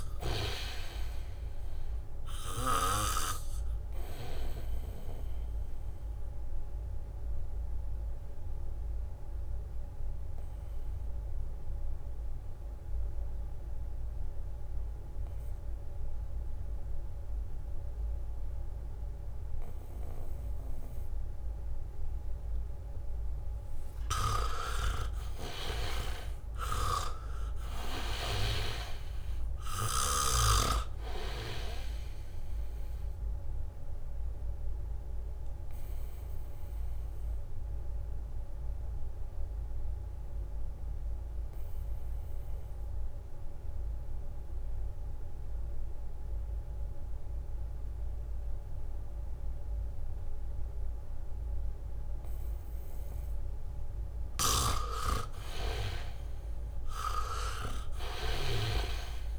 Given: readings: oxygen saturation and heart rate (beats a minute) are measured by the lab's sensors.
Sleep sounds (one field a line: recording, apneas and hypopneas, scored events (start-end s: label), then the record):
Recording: breathing in sleep by a room microphone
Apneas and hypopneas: 2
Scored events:
0.00-3.50 s: snoring (device-marked)
0.00-9.50 s: leg movement (device-marked)
0.00-17.00 s: oxygen desaturation (device-marked, oxygen 81% lowest, heart rate 72 extreme)
3.00-22.00 s: obstructive apnea (oxygen 99% before, 81% lowest, heart rate 75 before, 74 extreme, up 1 after)
22.50-29.00 s: leg movement (device-marked)
24.00-48.00 s: oxygen desaturation (device-marked, oxygen 98% before, 83% lowest, heart rate 76 before, 72 extreme)
24.50-27.50 s: arousal
24.50-29.00 s: snoring (device-marked)
34.50-53.50 s: obstructive apnea (oxygen 98% before, 81% lowest, heart rate 76 before, 72 extreme, up 5 after)
54.00-59.39 s: oxygen desaturation (device-marked, oxygen 99% before, 83% lowest, heart rate 75 before, 66 extreme)
55.00-59.39 s: snoring (device-marked)
58.00-59.39 s: arousal
From the record:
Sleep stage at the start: N2 (light sleep)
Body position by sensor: on the back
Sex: male